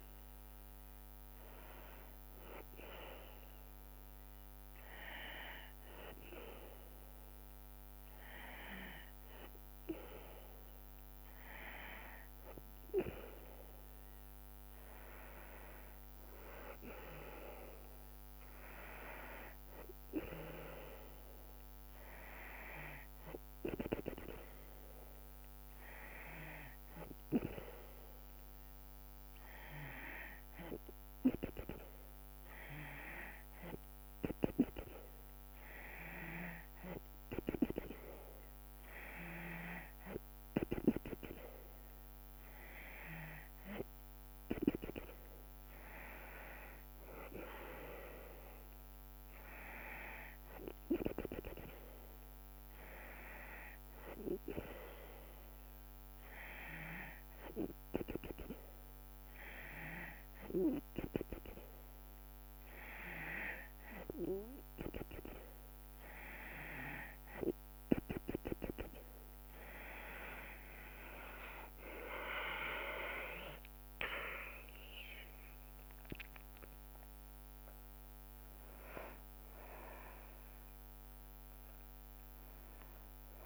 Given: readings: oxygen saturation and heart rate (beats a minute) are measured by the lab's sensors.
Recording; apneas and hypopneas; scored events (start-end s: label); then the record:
breathing in sleep by a microphone on the trachea; none
0.00-3.50 s: drop in pulse transit time (device-marked, heart rate 76 extreme)
0.00-4.50 s: oxygen desaturation (device-marked, oxygen 91% lowest, heart rate 71 extreme)
72.50-83.46 s: drop in pulse transit time (device-marked, heart rate 73 before, 79 extreme)
73.50-77.00 s: arousal
76.50-83.46 s: oxygen desaturation (device-marked, oxygen 94% before, 90% lowest, heart rate 75 before, 70 extreme)
From the record:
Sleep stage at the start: N2 (light sleep); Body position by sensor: on the back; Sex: female